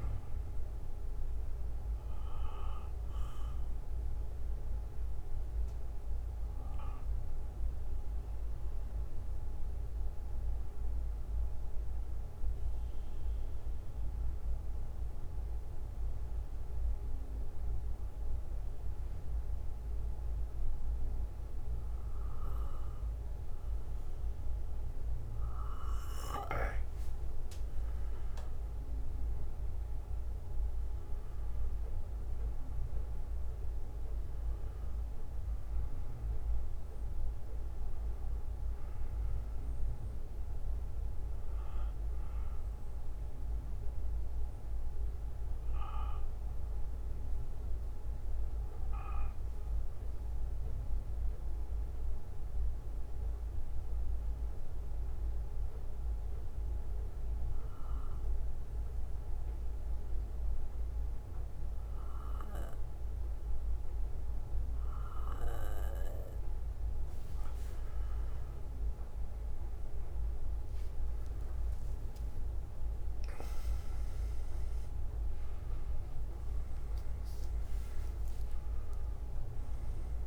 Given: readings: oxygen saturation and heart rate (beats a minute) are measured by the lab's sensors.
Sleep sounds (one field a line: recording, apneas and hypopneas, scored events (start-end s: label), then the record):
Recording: breathing in sleep by a room microphone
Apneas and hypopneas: 2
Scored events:
0.00-22.50 s: oxygen desaturation (device-marked, oxygen 91% lowest, heart rate 47 extreme)
0.50-26.50 s: bradycardia (device-marked, heart rate 60 before, 47 extreme)
4.00-26.50 s: mixed apnea (oxygen 97% before, 91% lowest, heart rate 63 before, 47 extreme, up 21 after)
29.00-32.50 s: arousal
34.50-41.50 s: oxygen desaturation (device-marked, oxygen 97% before, 94% lowest, heart rate 57 before, 52 extreme)
41.50-44.50 s: bradycardia (device-marked, heart rate 60 before, 60 extreme)
45.50-47.50 s: bradycardia (device-marked, heart rate 60 before, 53 extreme)
46.00-67.00 s: obstructive apnea (oxygen 97% before, 93% lowest, heart rate 62 before, 52 extreme, up 14 after)
48.50-67.50 s: bradycardia (device-marked, heart rate 60 before, 52 extreme)
71.00-74.50 s: arousal
From the record:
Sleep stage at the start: N2 (light sleep)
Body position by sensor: on the back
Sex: male